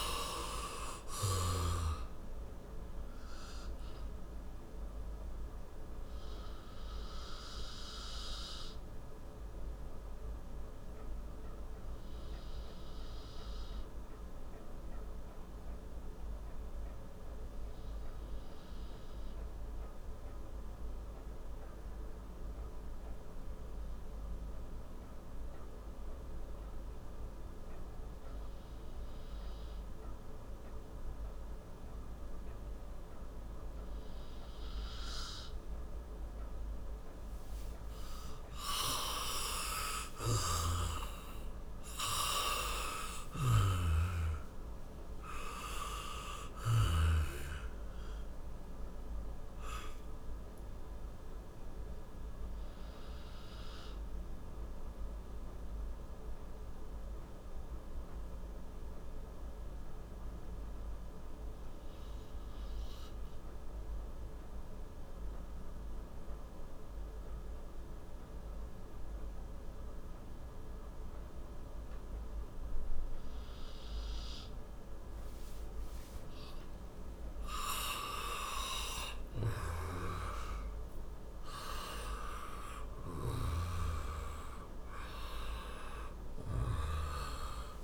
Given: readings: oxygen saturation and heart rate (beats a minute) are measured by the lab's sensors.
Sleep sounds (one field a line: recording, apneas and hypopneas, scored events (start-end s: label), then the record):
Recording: breathing in sleep by a room microphone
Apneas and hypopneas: 2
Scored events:
0.00-1.50 s: arousal
0.00-27.00 s: oxygen desaturation (device-marked, oxygen 88% lowest, heart rate 57 extreme)
5.50-37.50 s: obstructive apnea (oxygen 98% before, 88% lowest, heart rate 66 before, 57 extreme, up 28 after)
39.00-43.50 s: arousal
49.00-70.00 s: oxygen desaturation (device-marked, oxygen 96% before, 89% lowest, heart rate 74 before, 59 extreme)
49.00-73.00 s: obstructive apnea (oxygen 97% before, 89% lowest, heart rate 74 before, 59 extreme, up 29 after)
71.00-87.84 s: new sleep stage, awake
From the record:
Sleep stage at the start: N2 (light sleep)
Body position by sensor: on the back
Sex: male